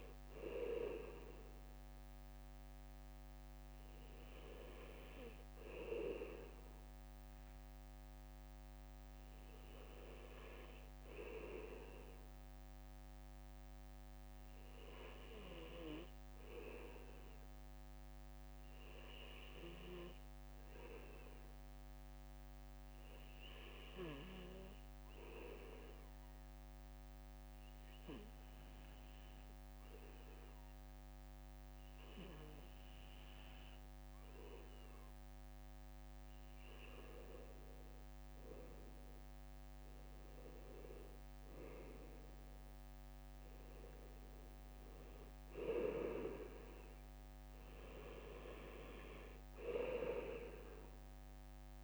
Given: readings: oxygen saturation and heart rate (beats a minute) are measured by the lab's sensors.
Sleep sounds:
breathing in sleep by a microphone on the trachea; 1
0.00-20.00 s: bradycardia (device-marked, heart rate 55 extreme)
21.50-36.00 s: obstructive apnea (oxygen 98% before, 96% lowest, heart rate 57 before, 58 extreme, up 2 after)
26.00-38.00 s: bradycardia (device-marked, heart rate 59 before, 58 extreme)
39.50-43.50 s: arousal
42.00-51.84 s: bradycardia (device-marked, heart rate 59 before, 57 extreme)
From the record:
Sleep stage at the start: N2 (light sleep); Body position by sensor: on the back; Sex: male

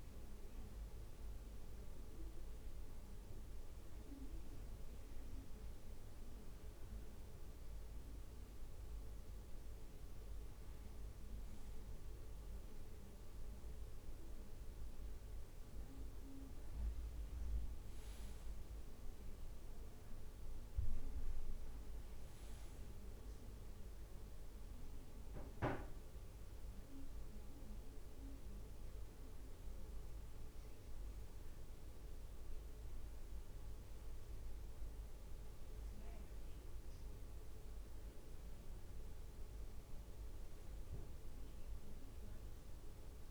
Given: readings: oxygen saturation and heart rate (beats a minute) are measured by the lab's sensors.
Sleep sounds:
breathing in sleep, hard to hear, by a room microphone; none
18.00-19.50 s: leg movement (device-marked)
27.00-43.31 s: new sleep stage, N1 (lightest sleep)
27.50-32.00 s: arousal
From the record:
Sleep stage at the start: N2 (light sleep); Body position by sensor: on the right side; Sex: male

